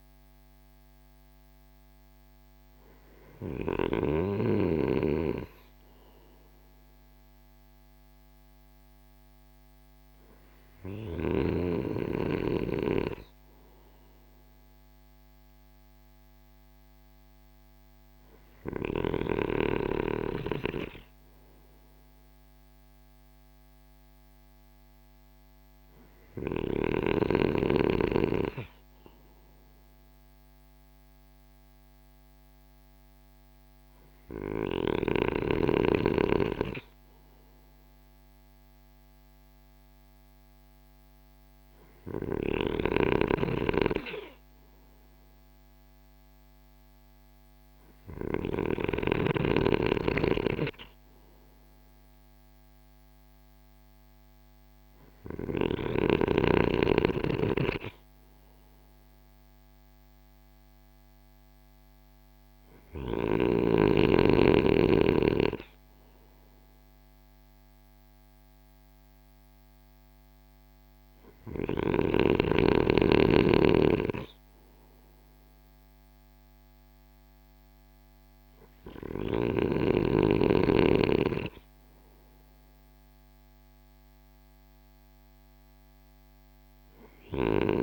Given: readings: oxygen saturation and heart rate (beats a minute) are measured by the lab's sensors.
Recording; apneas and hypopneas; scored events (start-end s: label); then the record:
breathing in sleep by a microphone on the trachea; none
41.50-48.00 s: snoring (device-marked)
From the record:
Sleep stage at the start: N2 (light sleep); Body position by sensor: on the right side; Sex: male